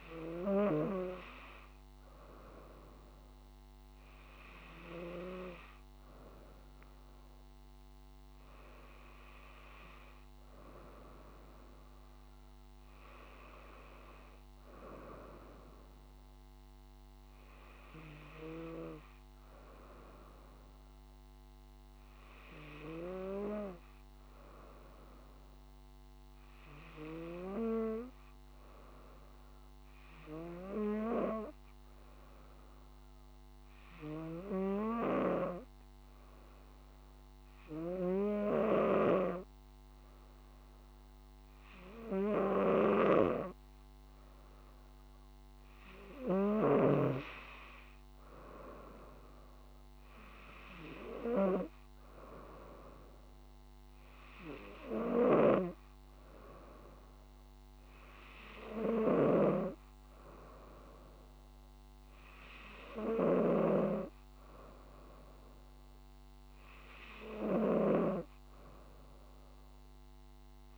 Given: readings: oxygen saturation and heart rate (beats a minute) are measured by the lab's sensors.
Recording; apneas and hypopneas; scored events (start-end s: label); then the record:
breathing in sleep by a microphone on the trachea; 1
32.00-46.50 s: obstructive apnea (oxygen 96% before, 94% lowest, heart rate 66 before, 65 extreme, up 6 after)
48.50-52.00 s: arousal
59.50-64.00 s: snoring (device-marked)
From the record:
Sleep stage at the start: N2 (light sleep); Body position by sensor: on the right side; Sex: female